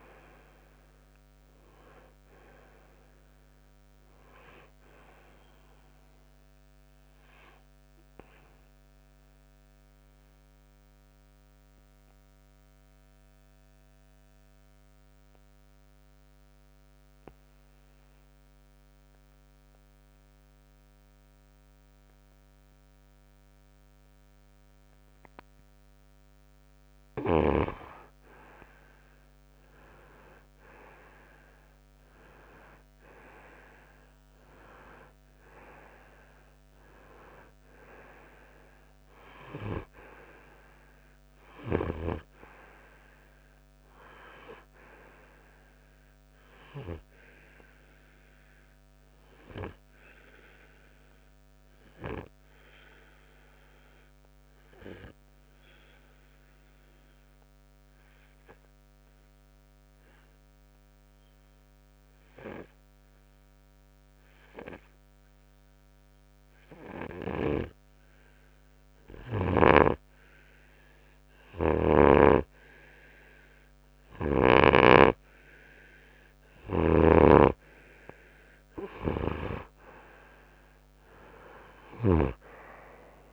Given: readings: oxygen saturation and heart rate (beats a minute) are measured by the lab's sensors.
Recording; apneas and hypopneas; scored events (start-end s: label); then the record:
breathing in sleep by a microphone on the trachea; 2
7.50-26.50 s: obstructive apnea (oxygen 96% before, 91% lowest, heart rate 63 before, 56 extreme, up 5 after)
9.50-21.50 s: oxygen desaturation (device-marked, oxygen 96% before, 92% lowest, heart rate 61 before, 56 extreme)
27.00-31.00 s: arousal
47.00-70.50 s: obstructive apnea (oxygen 97% before, 91% lowest, heart rate 62 before, 57 extreme, up 4 after)
50.50-68.50 s: oxygen desaturation (device-marked, oxygen 97% before, 91% lowest, heart rate 63 before, 57 extreme)
77.00-82.50 s: snoring (device-marked)
79.50-83.33 s: arousal
From the record:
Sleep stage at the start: N2 (light sleep); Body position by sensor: on the right side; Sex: male